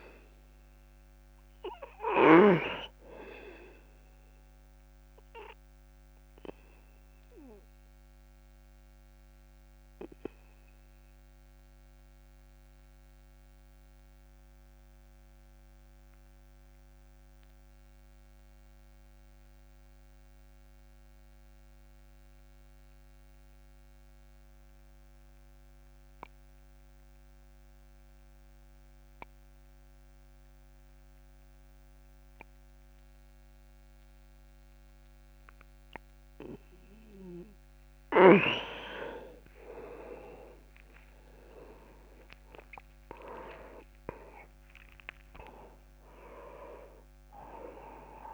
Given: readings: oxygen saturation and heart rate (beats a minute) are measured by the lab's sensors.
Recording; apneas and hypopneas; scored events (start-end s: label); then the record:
breathing in sleep by a microphone on the trachea; 1
1.00-23.00 s: oxygen desaturation (device-marked, oxygen 99% before, 92% lowest)
6.00-37.00 s: obstructive apnea (oxygen 100% before, 87% lowest)
33.00-48.34 s: oxygen desaturation (device-marked, oxygen 98% before, 87% lowest, heart rate 42 before, 27 extreme)
41.50-46.00 s: arousal
From the record:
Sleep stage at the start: N2 (light sleep); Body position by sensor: on the back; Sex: male